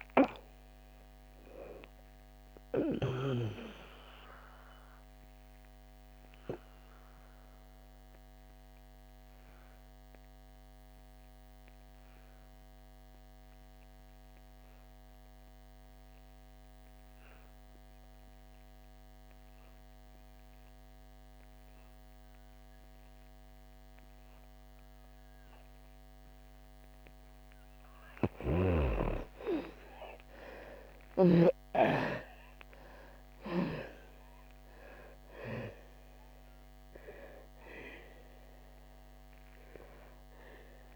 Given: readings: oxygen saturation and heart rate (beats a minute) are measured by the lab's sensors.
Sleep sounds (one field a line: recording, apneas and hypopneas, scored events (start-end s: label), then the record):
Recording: breathing in sleep by a microphone on the trachea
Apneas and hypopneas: 1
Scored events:
0.00-18.50 s: oxygen desaturation (device-marked, oxygen 80% lowest, heart rate 60 extreme)
5.50-26.00 s: obstructive apnea (oxygen 99% before, 78% lowest, heart rate 77 before, 58 extreme, up 4 after)
24.50-40.96 s: oxygen desaturation (device-marked, oxygen 98% before, 78% lowest, heart rate 64 before, 56 extreme)
28.00-31.50 s: snoring (device-marked)
28.50-31.50 s: arousal
From the record:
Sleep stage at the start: N2 (light sleep)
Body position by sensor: on the back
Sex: female